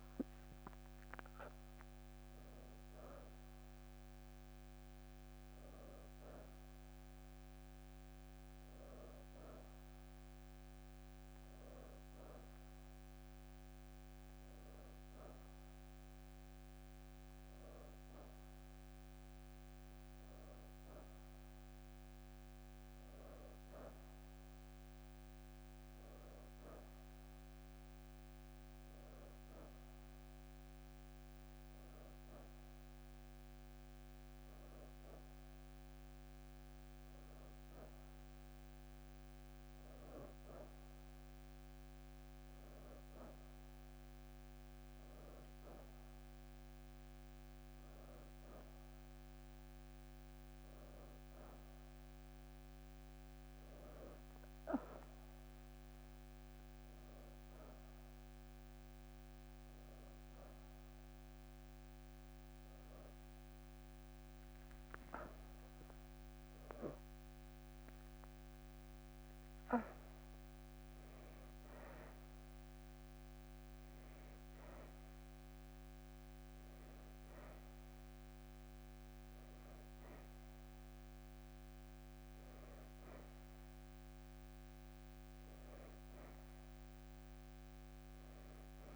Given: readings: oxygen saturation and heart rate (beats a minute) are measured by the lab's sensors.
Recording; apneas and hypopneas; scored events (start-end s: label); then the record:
breathing in sleep, hard to hear, by a microphone on the trachea; none
1.50-3.00 s: leg movement (device-marked)
5.00-6.00 s: leg movement (device-marked)
7.00-9.50 s: leg movement (device-marked)
10.50-12.00 s: leg movement (device-marked)
12.50-17.00 s: leg movement (device-marked)
19.00-20.50 s: leg movement (device-marked)
21.50-23.50 s: leg movement (device-marked)
63.00-65.50 s: leg movement (device-marked)
From the record:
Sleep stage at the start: N1 (lightest sleep); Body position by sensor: on the right side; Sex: female